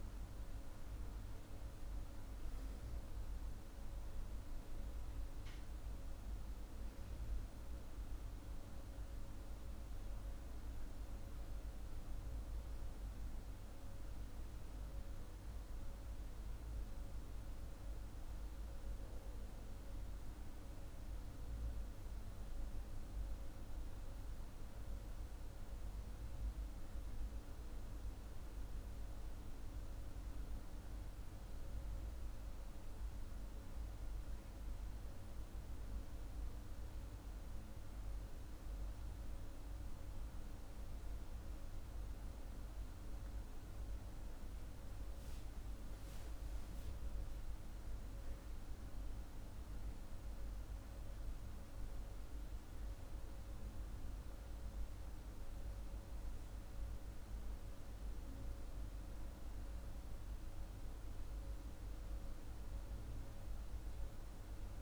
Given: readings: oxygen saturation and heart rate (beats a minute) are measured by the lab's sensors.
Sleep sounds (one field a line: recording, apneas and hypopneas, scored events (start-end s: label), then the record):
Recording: breathing in sleep, hard to hear, by a room microphone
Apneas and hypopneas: none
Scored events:
none scored
From the record:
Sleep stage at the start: N2 (light sleep)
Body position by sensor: on the back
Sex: male